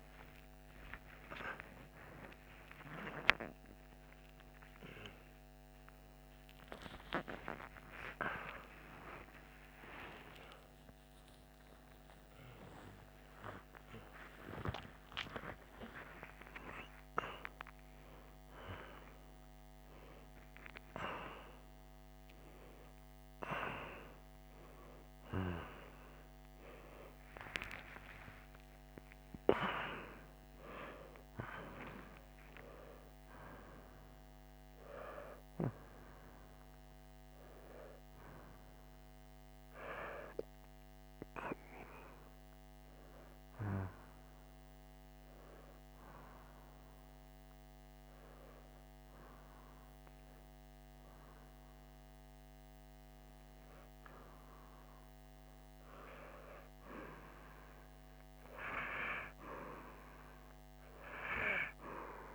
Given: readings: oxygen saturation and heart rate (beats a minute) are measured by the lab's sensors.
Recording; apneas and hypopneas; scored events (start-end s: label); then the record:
a person awake in a sleep study, by a microphone on the trachea; none
42.00-62.35 s: new sleep stage, N1 (lightest sleep)
From the record:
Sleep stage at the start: awake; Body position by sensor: on the right side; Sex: female